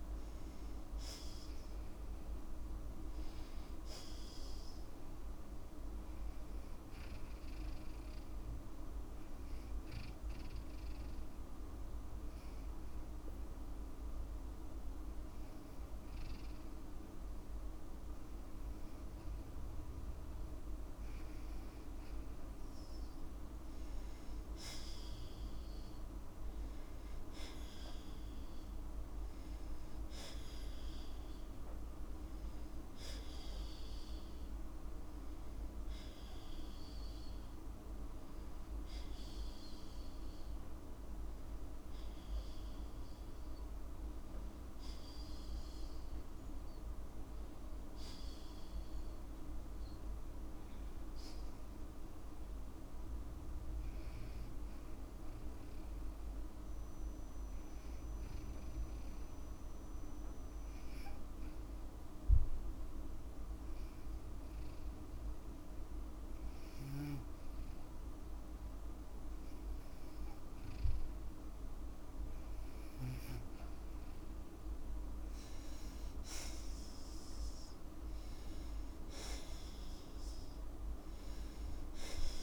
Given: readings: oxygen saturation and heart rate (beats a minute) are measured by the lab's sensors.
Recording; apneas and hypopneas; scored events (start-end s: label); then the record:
breathing in sleep, hard to hear, by a room microphone; 2
7.50-17.50 s: oxygen desaturation (device-marked, oxygen 95% before, 92% lowest, heart rate 57 before, 55 extreme)
8.50-20.00 s: hypopnea (oxygen 95% before, 90% lowest, heart rate 57 before, 55 extreme, up 3 after)
22.50-26.00 s: arousal
43.50-48.00 s: arousal
45.50-60.50 s: oxygen desaturation (device-marked, oxygen 93% before, 90% lowest, heart rate 57 before, 54 extreme)
55.50-70.00 s: hypopnea (oxygen 94% before, 90% lowest, heart rate 56 before, 54 extreme, up 4 after)
76.00-80.50 s: arousal
From the record:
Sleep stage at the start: N2 (light sleep); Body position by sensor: on the back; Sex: female